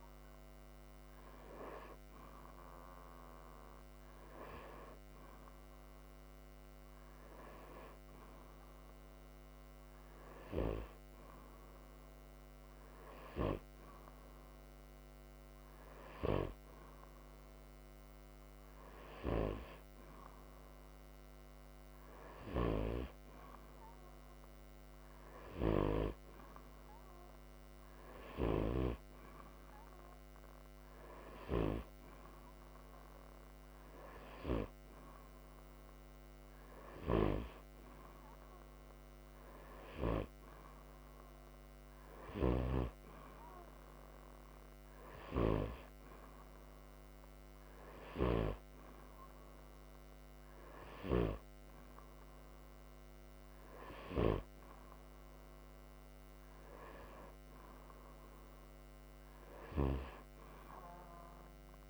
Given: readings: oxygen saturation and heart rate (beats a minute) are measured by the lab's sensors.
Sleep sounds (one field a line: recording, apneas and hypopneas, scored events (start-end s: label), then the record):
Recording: breathing in sleep by a microphone on the trachea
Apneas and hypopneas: none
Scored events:
none scored
From the record:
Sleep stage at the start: N2 (light sleep)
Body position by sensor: upright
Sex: male